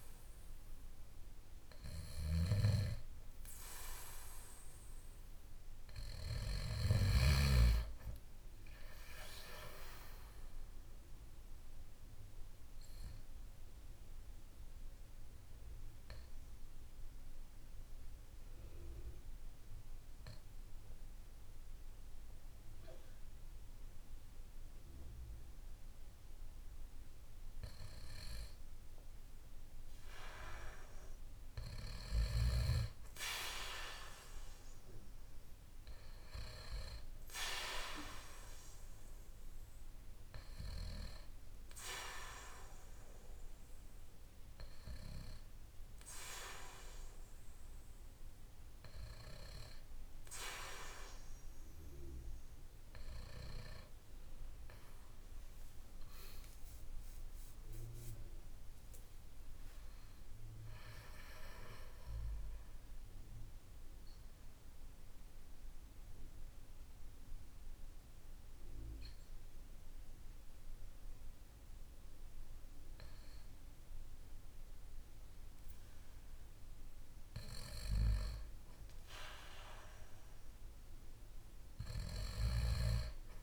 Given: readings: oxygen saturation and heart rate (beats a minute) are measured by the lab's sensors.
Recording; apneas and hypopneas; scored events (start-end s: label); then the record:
breathing in sleep by a room microphone; 2
6.50-10.00 s: arousal
14.50-27.00 s: mixed apnea (oxygen 95% before, 93% lowest, heart rate 56 before, 49 extreme, up 8 after)
30.50-34.00 s: arousal
55.50-60.00 s: arousal
62.50-77.50 s: hypopnea (oxygen 96% before, 94% lowest, heart rate 56 before, 48 extreme, up 7 after)
79.50-82.50 s: arousal
From the record:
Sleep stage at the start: N2 (light sleep); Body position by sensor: on the back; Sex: male